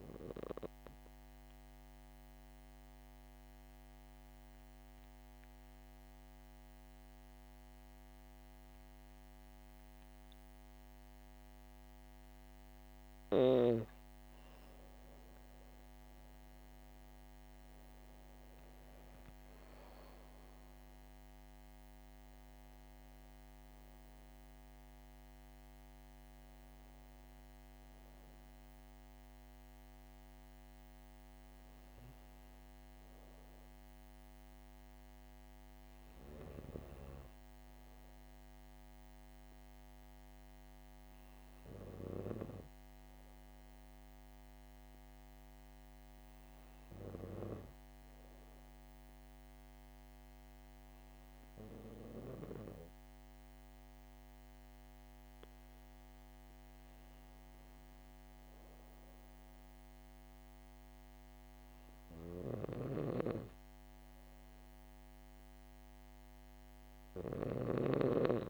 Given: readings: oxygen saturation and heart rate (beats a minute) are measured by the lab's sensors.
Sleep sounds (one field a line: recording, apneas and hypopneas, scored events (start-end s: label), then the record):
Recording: breathing in sleep by a microphone on the trachea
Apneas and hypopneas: 2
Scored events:
2.50-14.00 s: obstructive apnea (oxygen 99% before, 93% lowest, heart rate 68 before, 65 extreme, up 6 after)
16.00-19.50 s: arousal
20.00-42.00 s: oxygen desaturation (device-marked, oxygen 97% before, 93% lowest, heart rate 67 before, 66 extreme)
34.00-52.50 s: hypopnea (oxygen 99% before, 93% lowest, heart rate 70 before, 66 extreme, up 3 after)
56.00-58.50 s: arousal
67.50-68.50 s: snoring (device-marked)
From the record:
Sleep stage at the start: N2 (light sleep)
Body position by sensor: on the back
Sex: female